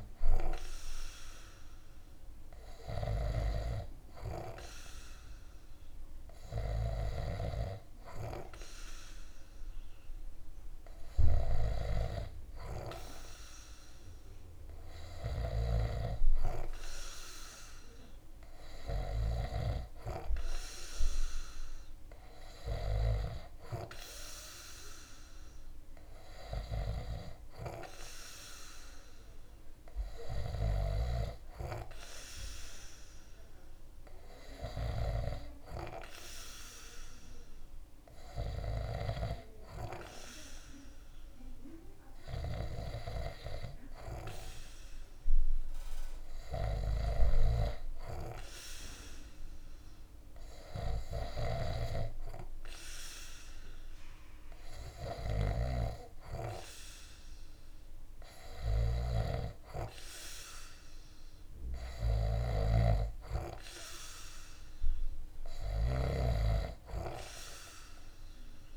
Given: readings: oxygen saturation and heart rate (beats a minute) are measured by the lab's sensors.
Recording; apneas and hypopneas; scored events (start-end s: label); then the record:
breathing in sleep by a room microphone; none
54.50-65.50 s: snoring (device-marked)
From the record:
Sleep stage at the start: N2 (light sleep); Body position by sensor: on the back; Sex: male